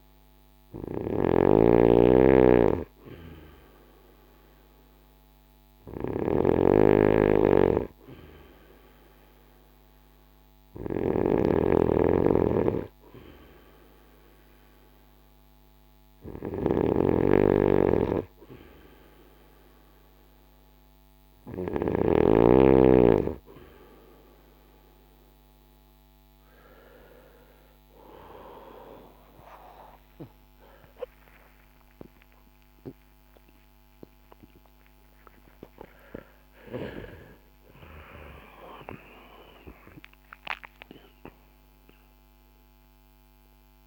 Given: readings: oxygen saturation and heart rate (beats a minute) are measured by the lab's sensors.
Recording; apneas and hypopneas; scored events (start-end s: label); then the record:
breathing in sleep by a microphone on the trachea; none
0.00-21.50 s: snoring (device-marked)
30.00-36.50 s: arousal
From the record:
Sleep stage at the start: N2 (light sleep); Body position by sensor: on the right side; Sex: male